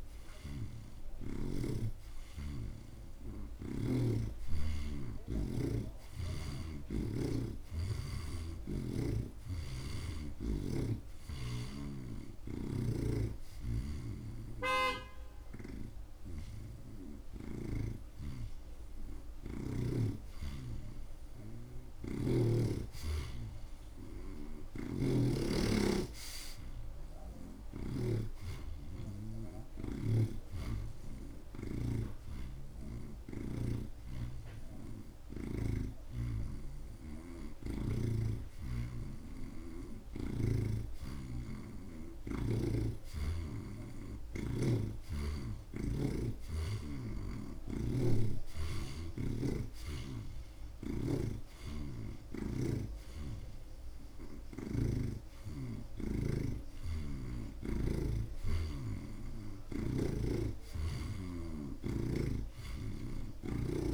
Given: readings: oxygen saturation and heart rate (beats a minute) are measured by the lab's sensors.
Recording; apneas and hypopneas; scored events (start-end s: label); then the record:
breathing in sleep by a room microphone; 1
0.00-3.00 s: snoring (device-marked)
12.50-16.00 s: snoring (device-marked)
30.00-40.00 s: hypopnea (oxygen 83% before, 78% lowest)
30.50-34.00 s: snoring (device-marked)
34.50-52.50 s: oxygen desaturation (device-marked, oxygen 83% before, 78% lowest)
42.00-45.50 s: arousal
51.00-55.00 s: snoring (device-marked)
57.00-60.50 s: snoring (device-marked)
62.50-63.94 s: snoring (device-marked)
From the record:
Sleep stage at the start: N2 (light sleep); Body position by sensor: on the right side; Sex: male